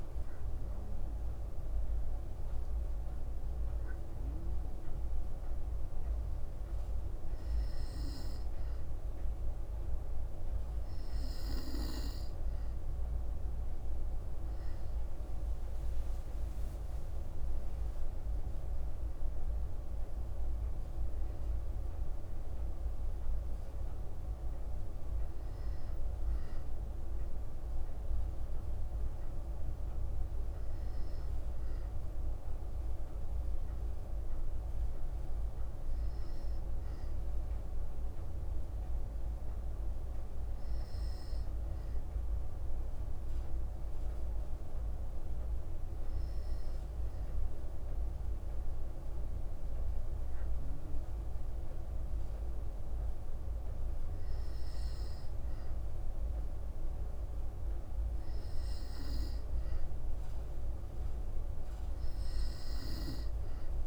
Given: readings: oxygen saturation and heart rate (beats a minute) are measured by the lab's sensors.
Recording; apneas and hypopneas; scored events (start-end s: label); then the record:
breathing in sleep, hard to hear, by a room microphone; 1
30.50-34.50 s: arousal
38.50-51.00 s: hypopnea (oxygen 96% before, 93% lowest, heart rate 57 before, 55 extreme, up 1 after)
52.50-56.00 s: arousal
From the record:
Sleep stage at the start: N2 (light sleep); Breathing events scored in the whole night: 105 in 6.2 hours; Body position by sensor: on the back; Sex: female